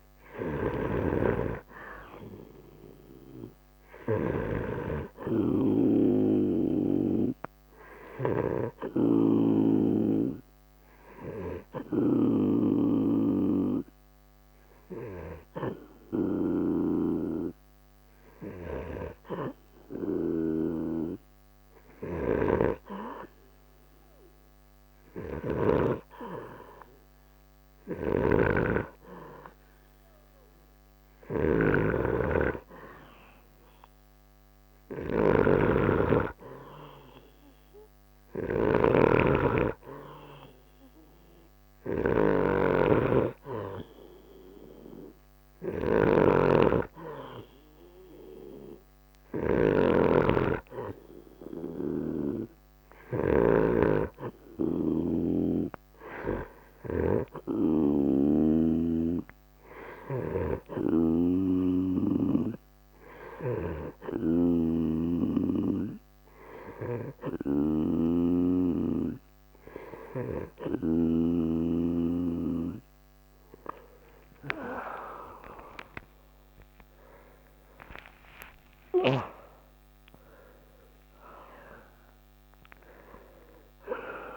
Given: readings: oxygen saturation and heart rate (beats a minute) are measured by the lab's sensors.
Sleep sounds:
breathing in sleep by a microphone on the trachea; 1
0.00-4.50 s: snoring (device-marked)
0.00-19.00 s: oxygen desaturation (device-marked, oxygen 89% lowest, heart rate 55 extreme)
9.00-26.00 s: snoring (device-marked)
12.00-25.50 s: hypopnea (oxygen 97% before, 90% lowest, heart rate 97 before, 55 extreme, up 58 after)
28.00-50.00 s: snoring (device-marked)
29.00-33.00 s: arousal
52.00-55.50 s: snoring (device-marked)
60.00-71.50 s: snoring (device-marked)
74.00-79.00 s: arousal
From the record:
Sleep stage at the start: N2 (light sleep); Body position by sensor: on the right side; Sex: male

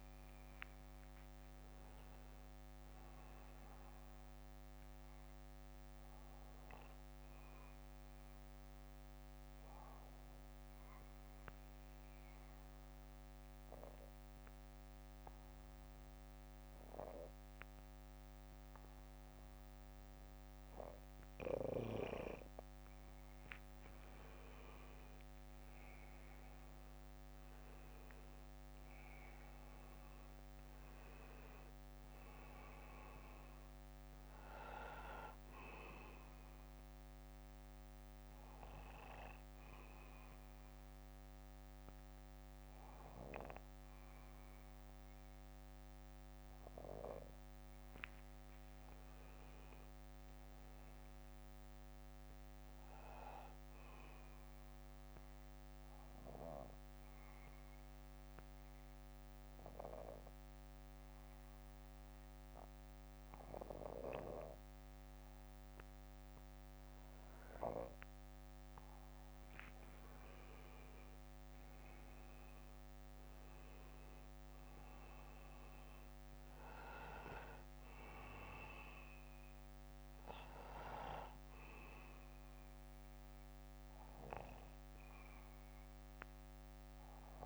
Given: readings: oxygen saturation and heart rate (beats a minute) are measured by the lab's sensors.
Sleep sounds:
breathing in sleep by a microphone on the trachea; 3
0.00-6.50 s: oxygen desaturation (device-marked, oxygen 92% lowest, heart rate 55 extreme)
2.50-21.50 s: bradycardia (device-marked, heart rate 60 before, 55 extreme)
8.50-23.00 s: obstructive apnea (oxygen 97% before, 91% lowest, heart rate 59 before, 50 extreme, up 14 after)
25.00-29.50 s: arousal
31.50-55.50 s: oxygen desaturation (device-marked, oxygen 97% before, 91% lowest, heart rate 59 before, 50 extreme)
33.50-46.50 s: bradycardia (device-marked, heart rate 60 before, 51 extreme)
39.50-49.50 s: obstructive apnea (oxygen 97% before, 91% lowest, heart rate 62 before, 50 extreme, up 19 after)
51.50-54.00 s: arousal
51.50-64.50 s: bradycardia (device-marked, heart rate 60 before, 55 extreme)
56.00-69.50 s: obstructive apnea (oxygen 96% before, 92% lowest, heart rate 58 before, 56 extreme, up 14 after)
73.00-76.00 s: arousal
74.50-87.46 s: oxygen desaturation (device-marked, oxygen 98% before, 92% lowest, heart rate 60 before, 48 extreme)
77.50-79.50 s: bradycardia (device-marked, heart rate 60 before, 62 extreme)
80.50-87.46 s: bradycardia (device-marked, heart rate 60 before, 57 extreme)
From the record:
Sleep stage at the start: N2 (light sleep); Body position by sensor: on the back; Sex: male

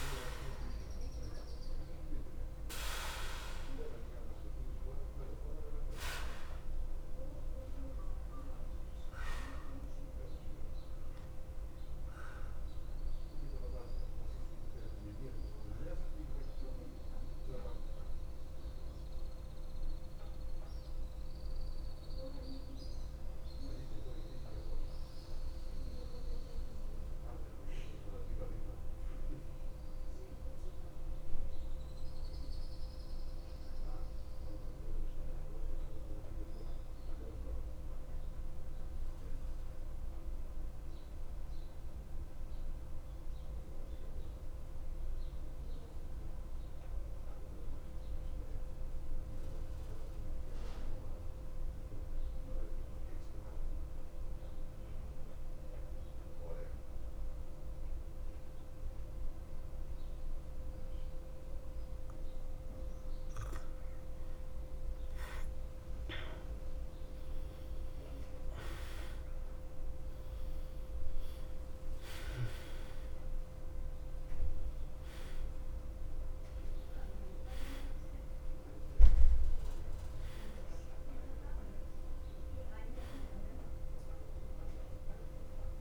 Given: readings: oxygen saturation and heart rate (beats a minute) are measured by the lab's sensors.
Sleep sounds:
breathing in sleep by a room microphone; 1
1.50-37.50 s: oxygen desaturation (device-marked, oxygen 97% before, 90% lowest, heart rate 53 before, 53 extreme)
16.50-62.00 s: mixed apnea (oxygen 97% before, 86% lowest, heart rate 54 before, 53 extreme, up 2 after)
61.50-85.81 s: oxygen desaturation (device-marked, oxygen 95% before, 91% lowest, heart rate 54 before, 53 extreme)
65.00-70.50 s: arousal
From the record:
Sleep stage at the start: N2 (light sleep); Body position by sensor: on the back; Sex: male

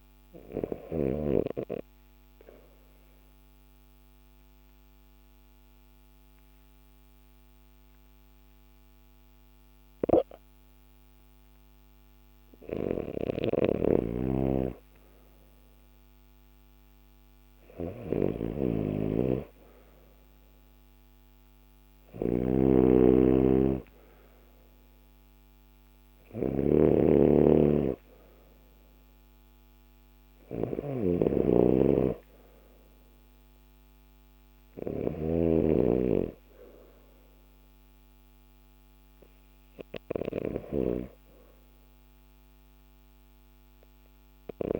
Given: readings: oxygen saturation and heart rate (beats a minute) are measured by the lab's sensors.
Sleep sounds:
breathing in sleep by a microphone on the trachea; 1
0.00-1.00 s: snoring (device-marked)
1.50-13.00 s: obstructive apnea (oxygen 95% before, 94% lowest, heart rate 52 before, 51 extreme, up 4 after)
13.00-40.50 s: snoring (device-marked)
16.00-21.50 s: arousal
From the record:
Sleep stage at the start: REM sleep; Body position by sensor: on the left side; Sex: male

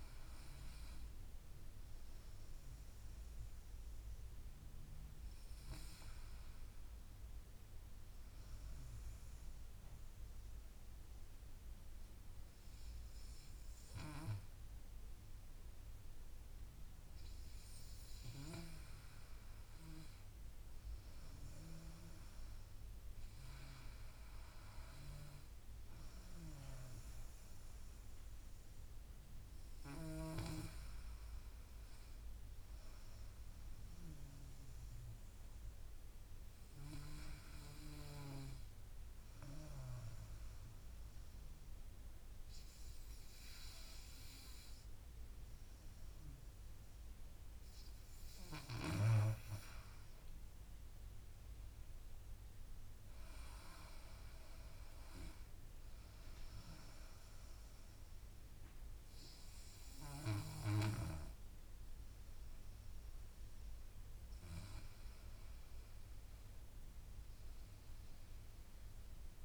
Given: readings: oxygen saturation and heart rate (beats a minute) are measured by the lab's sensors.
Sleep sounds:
breathing in sleep by a room microphone; 2
8.50-19.00 s: obstructive apnea (oxygen 95% before, 92% lowest, heart rate 77 before, 73 extreme, up 6 after)
21.00-24.00 s: arousal
38.50-49.50 s: obstructive apnea (oxygen 95% before, 92% lowest, heart rate 79 before, 74 extreme, up 12 after)
50.50-59.50 s: drop in pulse transit time (device-marked, heart rate 76 before, 80 extreme)
51.50-55.00 s: arousal
57.50-69.45 s: oxygen desaturation (device-marked, oxygen 96% before, 92% lowest, heart rate 78 before, 76 extreme)
From the record:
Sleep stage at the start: N2 (light sleep); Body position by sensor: on the back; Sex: female

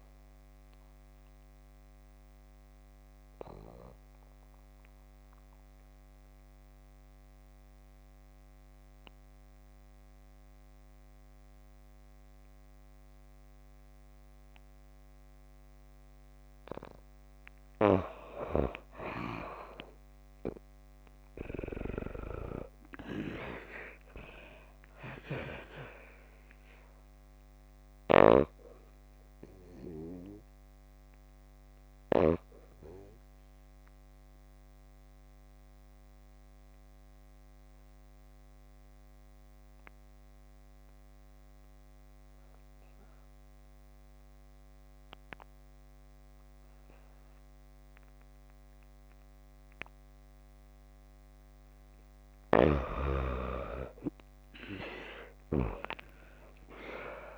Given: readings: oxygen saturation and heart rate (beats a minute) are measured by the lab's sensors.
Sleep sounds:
breathing in sleep by a microphone on the trachea; 2
0.00-21.00 s: oxygen desaturation (device-marked, oxygen 87% lowest, heart rate 51 extreme)
0.50-16.50 s: obstructive apnea (oxygen 96% before, 87% lowest, heart rate 63 before, 52 extreme)
20.50-24.00 s: arousal
27.00-39.00 s: oxygen desaturation (device-marked, oxygen 94% before, 88% lowest, heart rate 76 before, 51 extreme)
27.50-52.00 s: obstructive apnea (oxygen 94% before, 88% lowest, heart rate 76 before, 51 extreme, up 16 after)
54.50-57.38 s: arousal
From the record:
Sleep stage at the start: N2 (light sleep); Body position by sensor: on the back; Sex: female

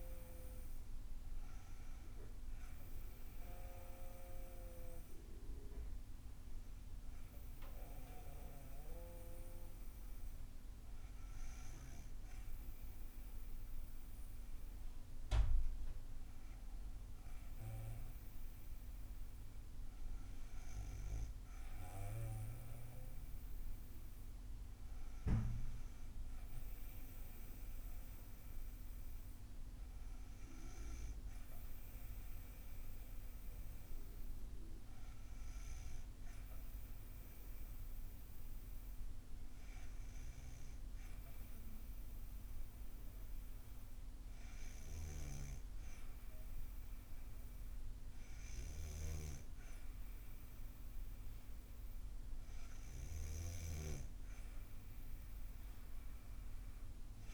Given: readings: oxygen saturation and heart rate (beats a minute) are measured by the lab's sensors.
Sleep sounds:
breathing in sleep by a room microphone; none
none scored
From the record:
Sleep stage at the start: N2 (light sleep); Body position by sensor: on the back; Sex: female

